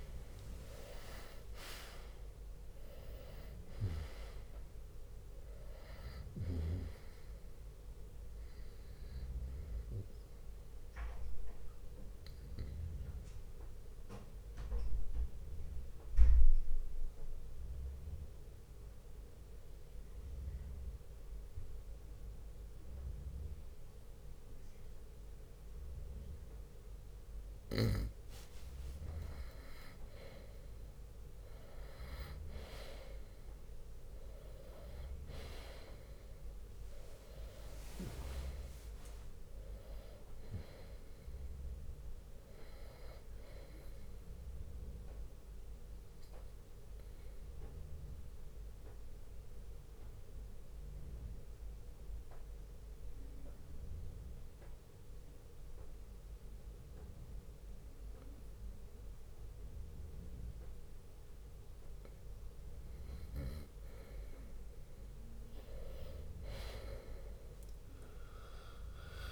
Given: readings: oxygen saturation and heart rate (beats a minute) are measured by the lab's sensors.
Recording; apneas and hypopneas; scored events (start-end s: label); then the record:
breathing in sleep by a room microphone; 2
0.00-3.00 s: arousal
0.00-11.50 s: drop in pulse transit time (device-marked, heart rate 63 extreme)
4.50-29.50 s: oxygen desaturation (device-marked, oxygen 97% before, 91% lowest, heart rate 62 before, 58 extreme)
11.00-27.00 s: obstructive apnea (oxygen 98% before, 91% lowest, heart rate 65 before, 58 extreme, up 8 after)
15.50-18.50 s: bradycardia (device-marked, heart rate 67 before, 61 extreme)
19.50-25.50 s: bradycardia (device-marked, heart rate 67 before, 58 extreme)
28.50-34.00 s: arousal
30.50-42.50 s: drop in pulse transit time (device-marked, heart rate 61 before, 61 extreme)
41.50-43.50 s: long interval between heartbeats (device-marked, heart rate 63 before, 69 extreme)
45.50-62.50 s: obstructive apnea (oxygen 98% before, 92% lowest, heart rate 65 before, 58 extreme, up 10 after)
49.50-60.50 s: oxygen desaturation (device-marked, oxygen 95% before, 92% lowest, heart rate 66 before, 58 extreme)
50.50-59.50 s: bradycardia (device-marked, heart rate 67 before, 58 extreme)
66.00-69.32 s: arousal
From the record:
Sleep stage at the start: N2 (light sleep); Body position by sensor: on the right side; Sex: male